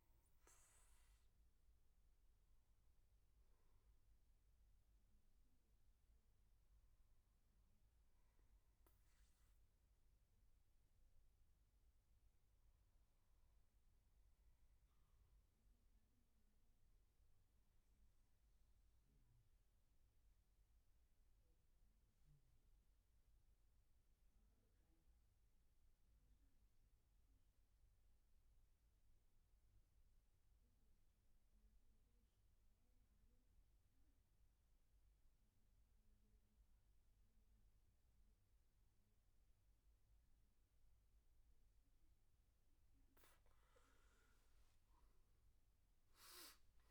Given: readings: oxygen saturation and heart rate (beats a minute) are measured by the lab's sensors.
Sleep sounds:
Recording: breathing in sleep, hard to hear, by a room microphone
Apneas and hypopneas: 1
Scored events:
18.00-42.00 s: obstructive apnea (oxygen 98% before, 88% lowest, heart rate 72 before, 68 extreme, up 20 after)
32.50-46.91 s: oxygen desaturation (device-marked, oxygen 96% before, 88% lowest, heart rate 77 before, 68 extreme)
44.50-46.91 s: arousal
From the record:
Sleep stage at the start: N2 (light sleep)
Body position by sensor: on the back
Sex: male

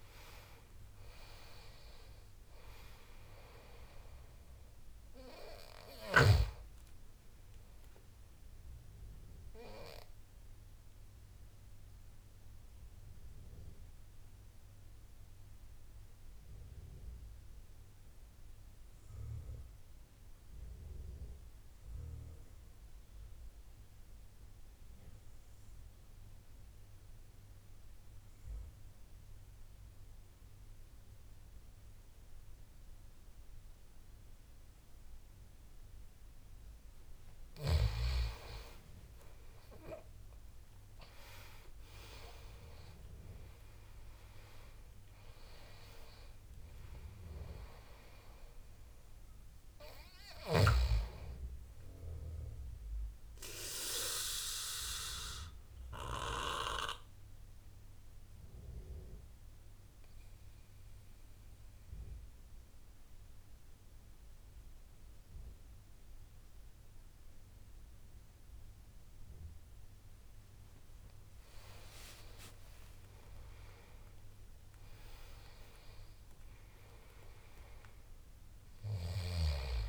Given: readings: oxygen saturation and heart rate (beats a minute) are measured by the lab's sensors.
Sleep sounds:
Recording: breathing in sleep by a room microphone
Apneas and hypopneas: 2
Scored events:
0.00-24.00 s: oxygen desaturation (device-marked, oxygen 81% lowest, heart rate 67 extreme)
10.00-36.50 s: obstructive apnea (oxygen 97% before, 75% lowest, heart rate 80 before, 67 extreme, up 35 after)
31.00-64.00 s: oxygen desaturation (device-marked, oxygen 97% before, 75% lowest, heart rate 72 before, 70 extreme)
39.00-43.50 s: arousal
53.00-69.50 s: obstructive apnea (oxygen 97% before, 75% lowest, heart rate 94 before, 68 extreme, up 8 after)
71.50-76.00 s: arousal
From the record:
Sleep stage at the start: N2 (light sleep)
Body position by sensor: on the back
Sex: male

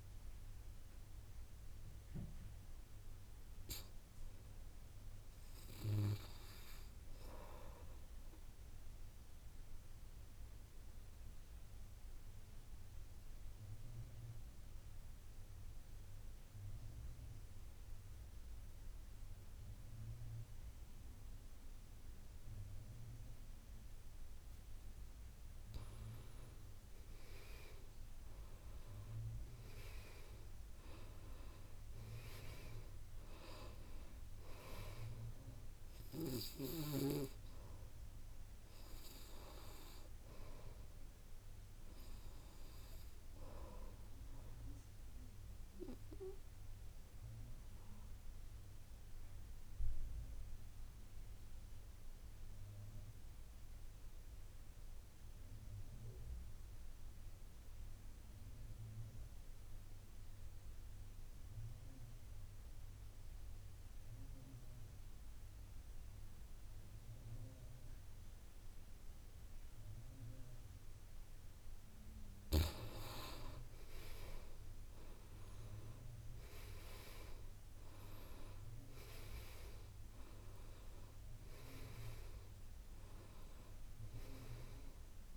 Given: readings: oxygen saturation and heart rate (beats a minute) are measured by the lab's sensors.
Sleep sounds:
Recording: breathing in sleep by a room microphone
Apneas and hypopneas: 2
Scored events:
0.00-10.50 s: oxygen desaturation (device-marked, oxygen 89% lowest, heart rate 56 extreme)
10.00-26.00 s: obstructive apnea (oxygen 98% before, 86% lowest, heart rate 61 before, 56 extreme, up 10 after)
20.50-58.50 s: oxygen desaturation (device-marked, oxygen 98% before, 86% lowest, heart rate 57 before, 55 extreme)
28.00-32.00 s: arousal
45.50-71.50 s: obstructive apnea (oxygen 98% before, 83% lowest, heart rate 64 before, 55 extreme, up 11 after)
72.00-76.50 s: arousal
72.50-85.37 s: oxygen desaturation (device-marked, oxygen 97% before, 83% lowest, heart rate 57 before, 50 extreme)
From the record:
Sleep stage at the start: N2 (light sleep)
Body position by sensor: on the back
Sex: male

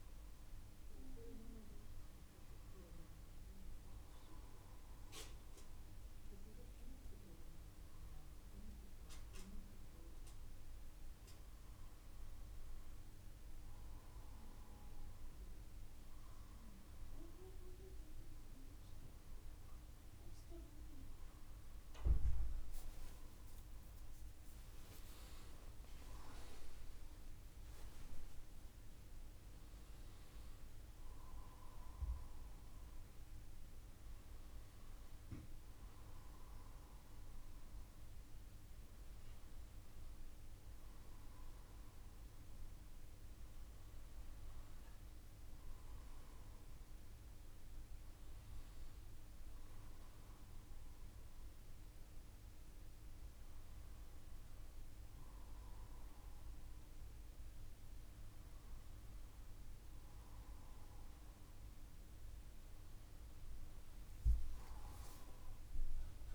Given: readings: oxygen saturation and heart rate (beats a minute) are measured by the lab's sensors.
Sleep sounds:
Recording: a person awake in a sleep study, hard to hear, by a room microphone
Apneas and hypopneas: none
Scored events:
none scored
From the record:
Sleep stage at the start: awake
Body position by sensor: on the back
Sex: male

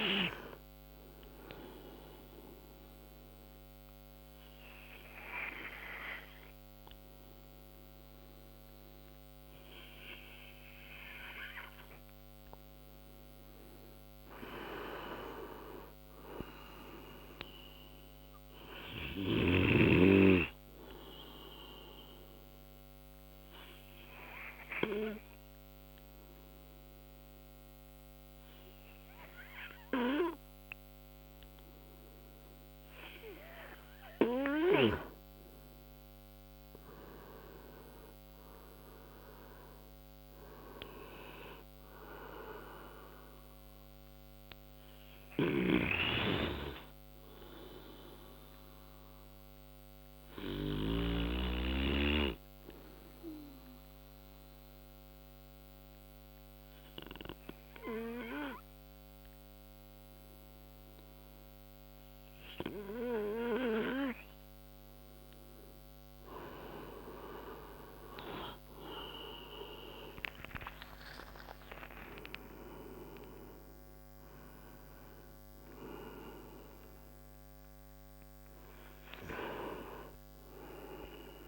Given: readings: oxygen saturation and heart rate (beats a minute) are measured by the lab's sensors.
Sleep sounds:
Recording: breathing in sleep by a microphone on the trachea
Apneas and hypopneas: 3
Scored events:
1.00-12.00 s: oxygen desaturation (device-marked, oxygen 97% before, 93% lowest, heart rate 45 before, 57 extreme)
3.00-13.00 s: obstructive apnea (oxygen 97% before, 90% lowest, heart rate 47 before, 59 extreme, up 20 after)
15.00-19.00 s: arousal
23.00-35.00 s: oxygen desaturation (device-marked, oxygen 97% before, 90% lowest, heart rate 66 before, 28 extreme)
23.50-35.00 s: obstructive apnea (oxygen 97% before, 90% lowest, heart rate 66 before, 28 extreme, up 8 after)
37.00-40.50 s: arousal
42.00-49.00 s: oxygen desaturation (device-marked, oxygen 96% before, 92% lowest, heart rate 64 before, 48 extreme)
48.50-65.00 s: obstructive apnea (oxygen 96% before, 91% lowest, heart rate 58 before, 27 extreme, up 21 after)
68.50-73.50 s: arousal
70.00-75.00 s: tachycardia (device-marked)
80.00-81.48 s: oxygen desaturation (device-marked, oxygen 95% before, 92% lowest)
From the record:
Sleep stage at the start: N2 (light sleep)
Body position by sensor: on the right side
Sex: male

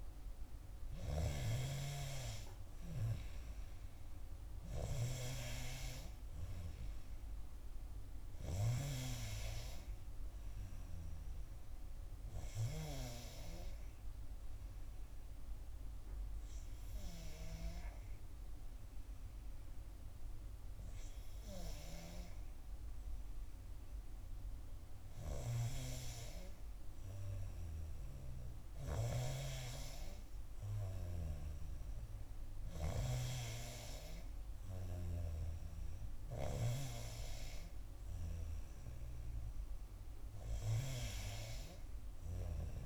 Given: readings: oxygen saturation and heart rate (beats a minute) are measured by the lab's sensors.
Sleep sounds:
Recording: breathing in sleep by a room microphone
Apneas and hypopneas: 1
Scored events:
0.00-4.00 s: arousal
7.50-25.50 s: oxygen desaturation (device-marked, oxygen 94% before, 91% lowest, heart rate 61 before, 57 extreme)
14.50-25.50 s: obstructive apnea (oxygen 94% before, 91% lowest, heart rate 61 before, 58 extreme, up 5 after)
28.50-32.50 s: arousal
From the record:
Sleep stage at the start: N2 (light sleep)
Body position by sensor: on the back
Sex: female

